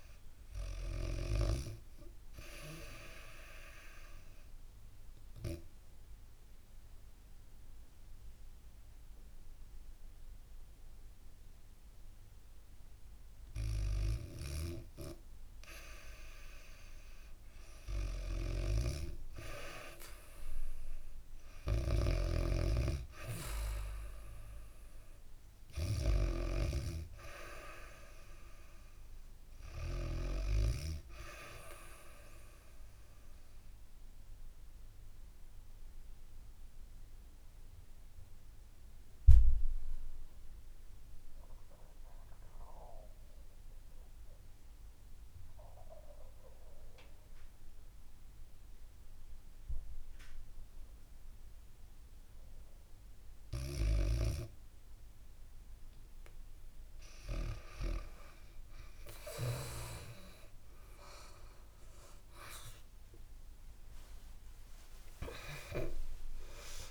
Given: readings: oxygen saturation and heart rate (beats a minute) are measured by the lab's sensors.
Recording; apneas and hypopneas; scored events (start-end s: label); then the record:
breathing in sleep by a room microphone; 2
0.00-1.00 s: snoring (device-marked)
0.00-17.50 s: oxygen desaturation (device-marked, oxygen 88% lowest, heart rate 60 extreme)
3.00-13.50 s: obstructive apnea (oxygen 100% before, 88% lowest, heart rate 62 before, 69 extreme, up 3 after)
18.00-30.00 s: snoring (device-marked)
19.50-24.50 s: arousal
33.00-52.00 s: obstructive apnea (oxygen 94% before, 88% lowest, heart rate 73 before, 69 extreme, up 2 after)
53.50-66.91 s: oxygen desaturation (device-marked, oxygen 98% before, 88% lowest, heart rate 74 before, 64 extreme)
61.50-66.91 s: arousal
From the record:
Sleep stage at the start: REM sleep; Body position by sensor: on the back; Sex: female